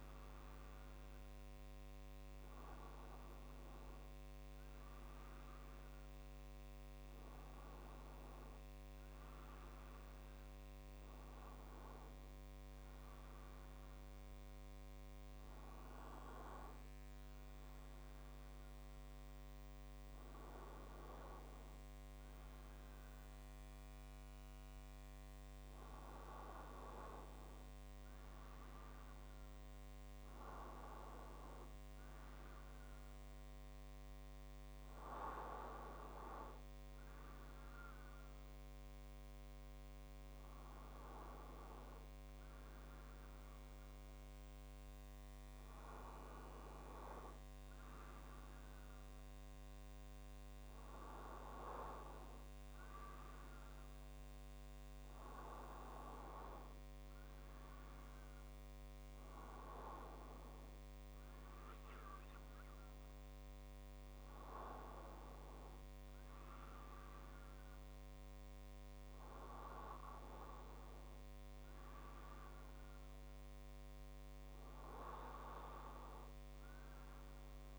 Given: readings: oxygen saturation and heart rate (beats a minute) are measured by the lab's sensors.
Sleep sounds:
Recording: breathing in sleep by a microphone on the trachea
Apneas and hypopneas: none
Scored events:
none scored
From the record:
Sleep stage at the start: N2 (light sleep)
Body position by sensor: on the right side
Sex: male

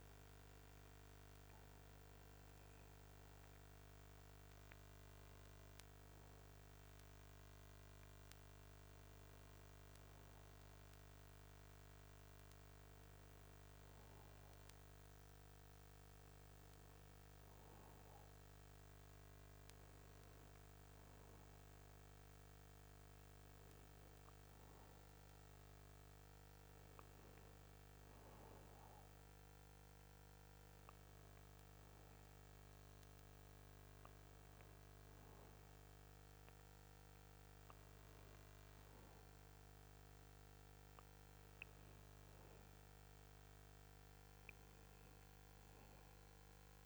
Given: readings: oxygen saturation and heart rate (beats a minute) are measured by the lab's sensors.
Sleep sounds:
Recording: a person awake in a sleep study, hard to hear, by a microphone on the trachea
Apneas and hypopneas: none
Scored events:
none scored
From the record:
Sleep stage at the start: awake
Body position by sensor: on the back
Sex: male

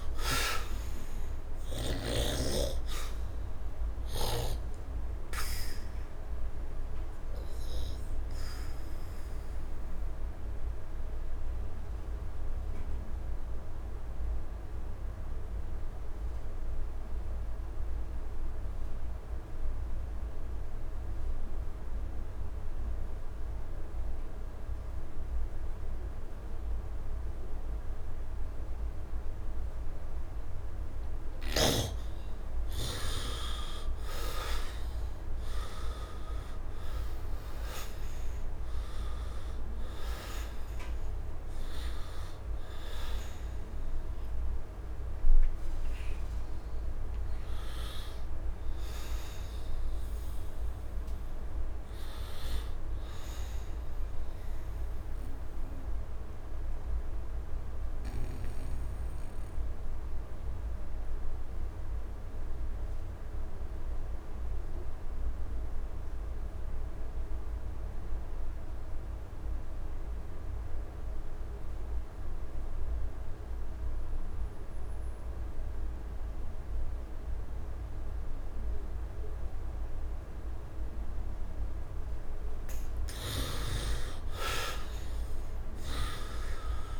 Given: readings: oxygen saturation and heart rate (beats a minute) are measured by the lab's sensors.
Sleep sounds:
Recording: breathing in sleep by a room microphone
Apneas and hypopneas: 2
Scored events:
0.00-2.00 s: snoring (device-marked)
0.00-20.50 s: oxygen desaturation (device-marked, oxygen 77% lowest, heart rate 67 extreme)
3.00-30.50 s: obstructive apnea (oxygen 99% before, 70% lowest, heart rate 77 before, 67 extreme, up 7 after)
26.50-58.50 s: oxygen desaturation (device-marked, oxygen 98% before, 70% lowest, heart rate 72 before, 69 extreme)
32.00-36.50 s: arousal
55.00-81.00 s: obstructive apnea (oxygen 98% before, 71% lowest, heart rate 79 before, 66 extreme, up 10 after)
78.50-87.00 s: oxygen desaturation (device-marked, oxygen 99% before, 72% lowest, heart rate 72 before, 66 extreme)
83.50-87.00 s: arousal
From the record:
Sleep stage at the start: N2 (light sleep)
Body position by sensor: on the right side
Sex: male

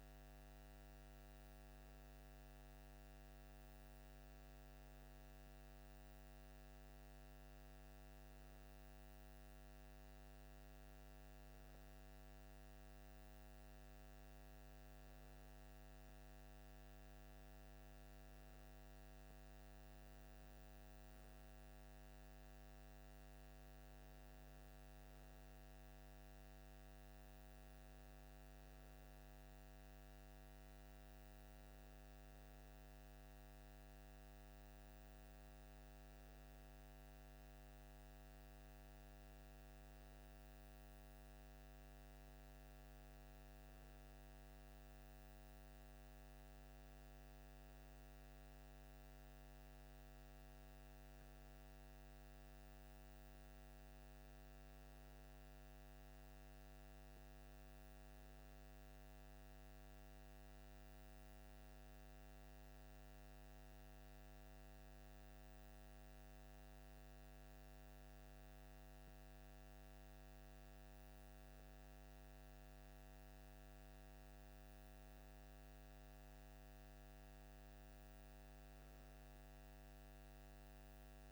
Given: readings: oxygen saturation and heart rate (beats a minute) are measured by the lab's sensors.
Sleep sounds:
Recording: breathing in sleep, hard to hear, by a microphone on the trachea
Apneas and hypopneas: none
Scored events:
none scored
From the record:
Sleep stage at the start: N2 (light sleep)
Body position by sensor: on the left side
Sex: male

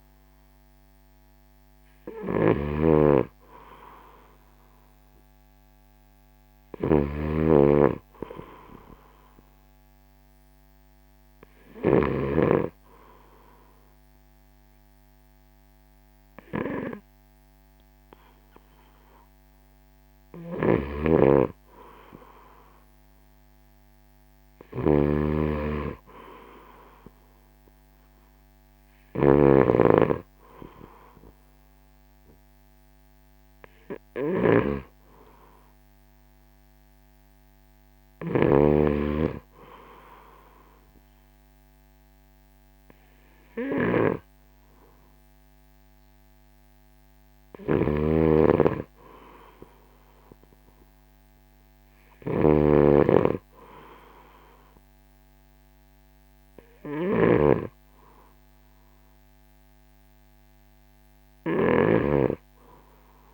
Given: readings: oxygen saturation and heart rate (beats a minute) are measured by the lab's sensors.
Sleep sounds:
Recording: breathing in sleep by a microphone on the trachea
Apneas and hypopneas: none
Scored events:
0.00-12.50 s: snoring (device-marked)
20.50-63.33 s: snoring (device-marked)
35.00-43.00 s: oxygen desaturation (device-marked, oxygen 94% before, 90% lowest, heart rate 67 before, 65 extreme)
60.00-63.33 s: oxygen desaturation (device-marked, oxygen 94% before, 91% lowest, heart rate 69 before, 65 extreme)
From the record:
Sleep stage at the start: N3 (deep sleep)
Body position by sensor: on the right side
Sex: male

